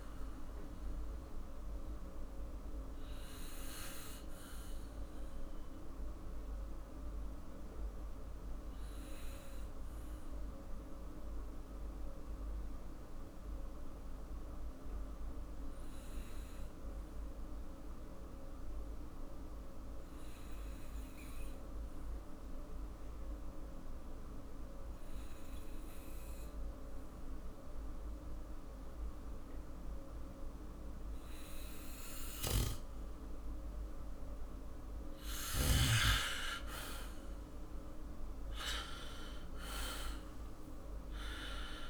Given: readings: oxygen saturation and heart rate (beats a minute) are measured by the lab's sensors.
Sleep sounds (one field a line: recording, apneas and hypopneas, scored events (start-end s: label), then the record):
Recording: breathing in sleep by a room microphone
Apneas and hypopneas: 1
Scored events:
1.00-33.50 s: obstructive apnea (oxygen 100% before, 95% lowest, heart rate 56 before, 49 extreme, up 7 after)
21.50-31.50 s: oxygen desaturation (device-marked, oxygen 99% before, 96% lowest, heart rate 53 before, 50 extreme)
36.00-41.90 s: arousal
From the record:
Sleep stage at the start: N2 (light sleep)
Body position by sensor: on the back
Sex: male